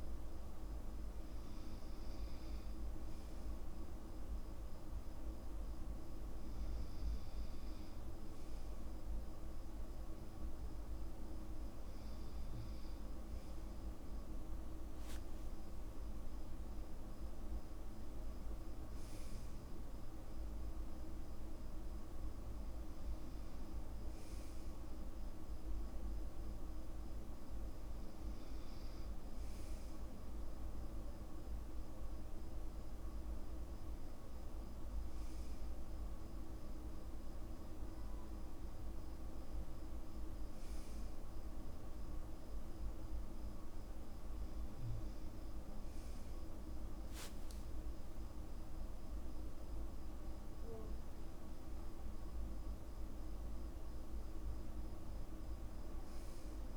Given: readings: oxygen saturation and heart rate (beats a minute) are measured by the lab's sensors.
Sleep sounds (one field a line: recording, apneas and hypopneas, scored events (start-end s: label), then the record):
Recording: breathing in sleep, hard to hear, by a room microphone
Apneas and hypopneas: none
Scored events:
15.00-19.50 s: arousal
47.00-49.00 s: long interval between heartbeats (device-marked, heart rate 60 before, 70 extreme)
48.00-53.00 s: arousal
From the record:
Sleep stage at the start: N2 (light sleep)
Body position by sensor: on the back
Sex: male